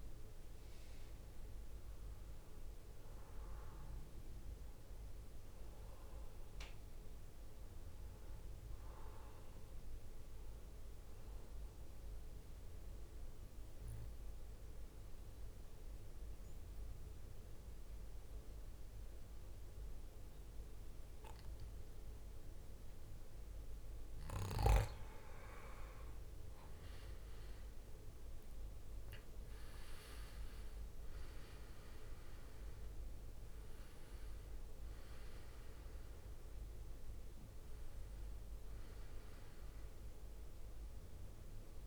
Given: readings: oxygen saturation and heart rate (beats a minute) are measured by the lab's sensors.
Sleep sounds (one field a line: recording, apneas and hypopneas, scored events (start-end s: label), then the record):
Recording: breathing in sleep, hard to hear, by a room microphone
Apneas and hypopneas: 1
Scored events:
10.00-24.50 s: obstructive apnea (oxygen 97% before, 91% lowest, heart rate 63 before, 55 extreme, up 14 after)
23.50-41.87 s: oxygen desaturation (device-marked, oxygen 95% before, 91% lowest, heart rate 61 before, 55 extreme)
26.00-31.50 s: arousal
27.50-41.87 s: drop in pulse transit time (device-marked, heart rate 61 before, 63 extreme)
From the record:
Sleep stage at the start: N2 (light sleep)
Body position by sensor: on the back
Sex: male